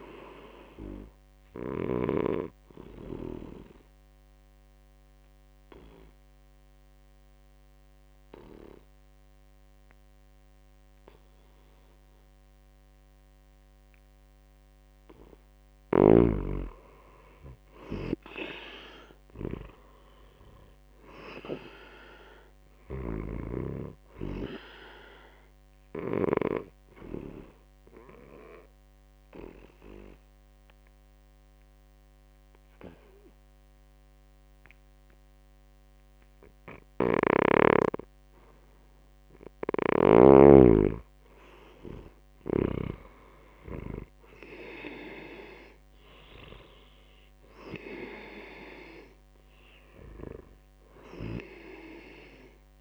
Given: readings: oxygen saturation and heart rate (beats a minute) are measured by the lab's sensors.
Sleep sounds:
breathing in sleep by a microphone on the trachea; 2
0.00-2.00 s: snoring (device-marked)
2.00-15.50 s: obstructive apnea (oxygen 97% before, 86% lowest, heart rate 87 before, 78 extreme, up 7 after)
4.50-52.81 s: new sleep stage, N2 (light sleep)
17.50-21.00 s: arousal
21.50-35.50 s: oxygen desaturation (device-marked, oxygen 95% before, 87% lowest, heart rate 81 before, 81 extreme)
22.50-26.50 s: snoring (device-marked)
26.50-38.00 s: obstructive apnea (oxygen 95% before, 84% lowest, heart rate 81 before, 79 extreme, up 4 after)
39.50-43.00 s: snoring (device-marked)
40.50-44.50 s: arousal
45.50-52.81 s: oxygen desaturation (device-marked, oxygen 96% before, 86% lowest, heart rate 83 before, 78 extreme)
From the record:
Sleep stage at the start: N1 (lightest sleep); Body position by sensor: on the back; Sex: male

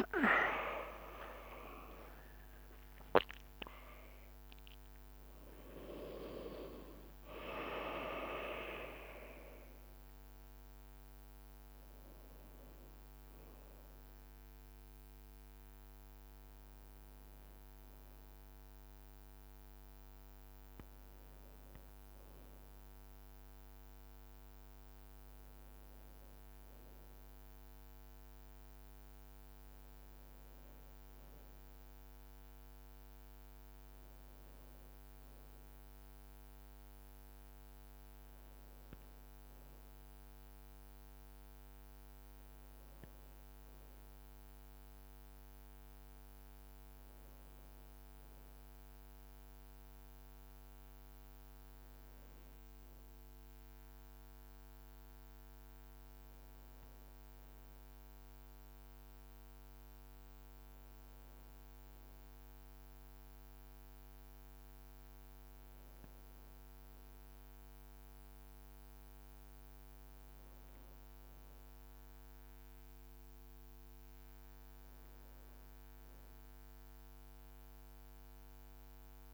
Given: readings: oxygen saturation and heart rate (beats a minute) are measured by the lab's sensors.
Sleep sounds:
a person partly awake in a sleep study, by a microphone on the trachea; none
5.00-7.00 s: leg movement (device-marked)
23.50-79.34 s: new sleep stage, N1 (lightest sleep)
From the record:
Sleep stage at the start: awake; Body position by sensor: on the back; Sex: male

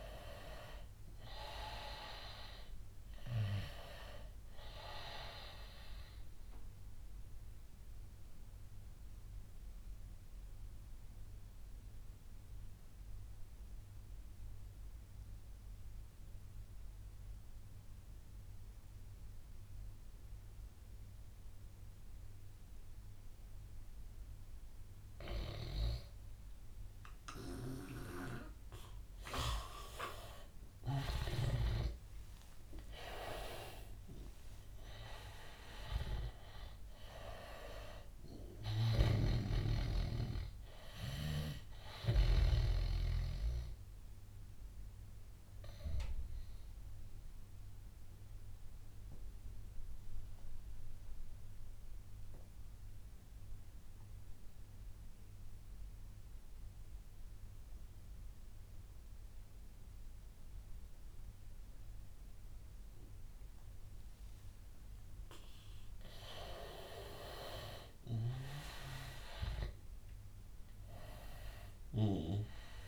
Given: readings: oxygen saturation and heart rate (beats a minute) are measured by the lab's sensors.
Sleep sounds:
breathing in sleep by a room microphone; 2
0.00-15.50 s: oxygen desaturation (device-marked, oxygen 87% lowest, heart rate 84 extreme)
7.50-28.50 s: obstructive apnea (oxygen 99% before, 86% lowest, heart rate 90 before, 84 extreme, up 7 after)
30.00-34.00 s: arousal
32.50-52.50 s: oxygen desaturation (device-marked, oxygen 98% before, 86% lowest, heart rate 88 before, 85 extreme)
39.00-42.50 s: snoring (device-marked)
45.00-65.00 s: obstructive apnea (oxygen 99% before, 83% lowest, heart rate 90 before, 82 extreme, up 8 after)
65.50-72.88 s: oxygen desaturation (device-marked, oxygen 99% before, 88% lowest, heart rate 87 before, 81 extreme)
68.00-71.00 s: arousal
From the record:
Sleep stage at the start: N2 (light sleep); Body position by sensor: on the right side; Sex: male

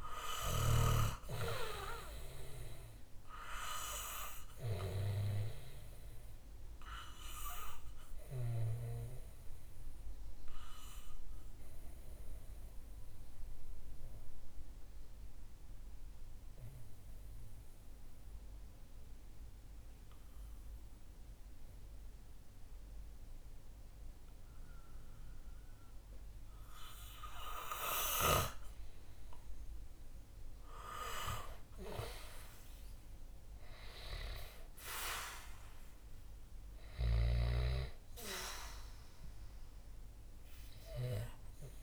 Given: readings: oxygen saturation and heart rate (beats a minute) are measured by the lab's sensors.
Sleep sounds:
breathing in sleep by a room microphone; 1
0.00-1.50 s: arousal
6.50-25.00 s: obstructive apnea (oxygen 97% before, 91% lowest, heart rate 65 before, 58 extreme, up 12 after)
6.50-25.50 s: oxygen desaturation (device-marked, oxygen 96% before, 91% lowest, heart rate 65 before, 58 extreme)
29.00-35.00 s: arousal
39.50-41.83 s: oxygen desaturation (device-marked, oxygen 96% before, 92% lowest, heart rate 66 before, 62 extreme)
From the record:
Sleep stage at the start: N2 (light sleep); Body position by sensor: on the back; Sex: male

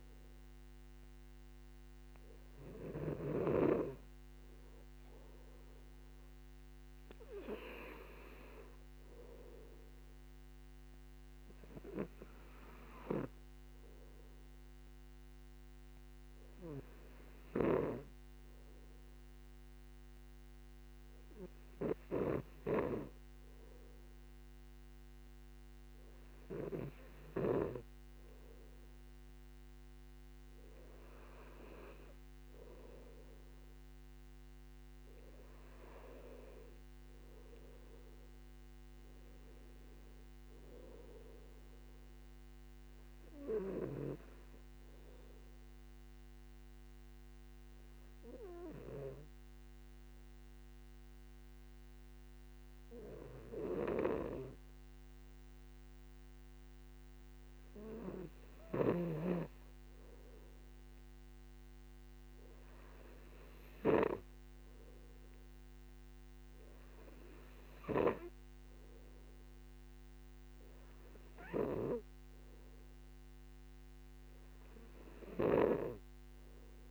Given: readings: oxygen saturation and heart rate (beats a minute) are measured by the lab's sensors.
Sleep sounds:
breathing in sleep by a microphone on the trachea; 1
46.50-59.50 s: obstructive apnea (oxygen 95% before, 92% lowest, heart rate 64 before, 57 extreme, up 6 after)
61.50-64.50 s: arousal
70.50-76.91 s: oxygen desaturation (device-marked, oxygen 97% before, 92% lowest, heart rate 60 before, 57 extreme)
From the record:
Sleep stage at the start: N2 (light sleep); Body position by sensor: on the back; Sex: male

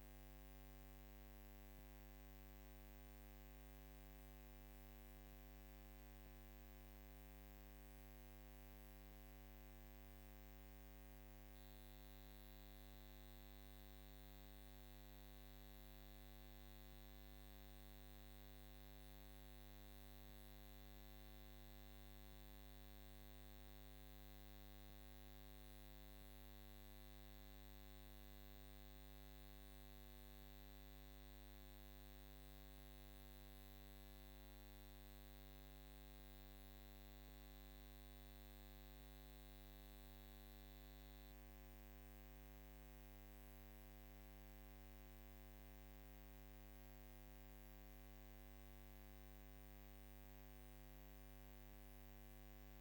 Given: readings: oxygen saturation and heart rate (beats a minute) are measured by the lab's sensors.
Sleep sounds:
breathing in sleep, hard to hear, by a microphone on the trachea; none
none scored
From the record:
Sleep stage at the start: N2 (light sleep); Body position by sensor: on the back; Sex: female

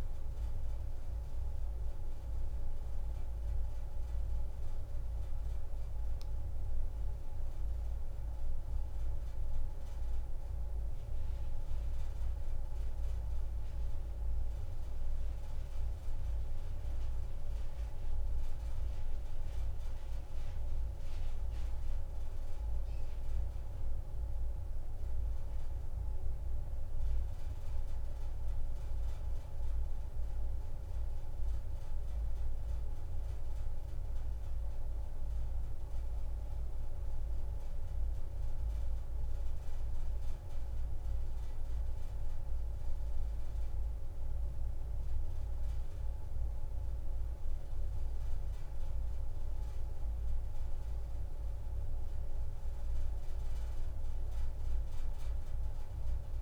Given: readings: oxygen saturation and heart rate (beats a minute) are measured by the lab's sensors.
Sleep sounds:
breathing in sleep, hard to hear, by a room microphone; none
53.50-56.42 s: new sleep stage, awake
From the record:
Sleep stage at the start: N1 (lightest sleep); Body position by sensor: on the back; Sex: female

